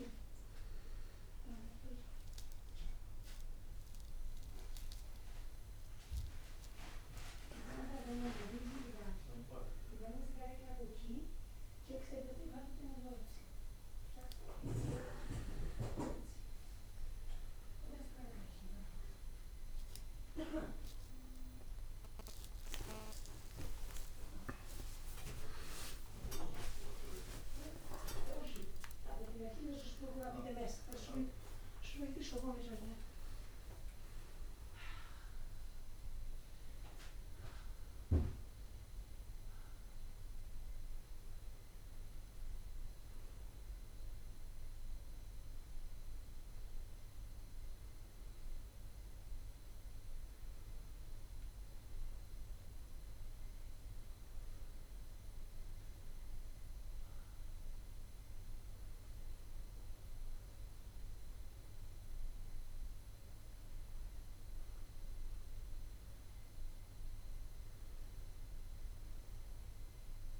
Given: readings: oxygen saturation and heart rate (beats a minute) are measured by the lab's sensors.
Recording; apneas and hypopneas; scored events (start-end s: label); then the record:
a person awake in a sleep study, by a room microphone; none
none scored
From the record:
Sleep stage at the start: awake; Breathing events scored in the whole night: 196 in 4.5 hours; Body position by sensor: on the back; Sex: male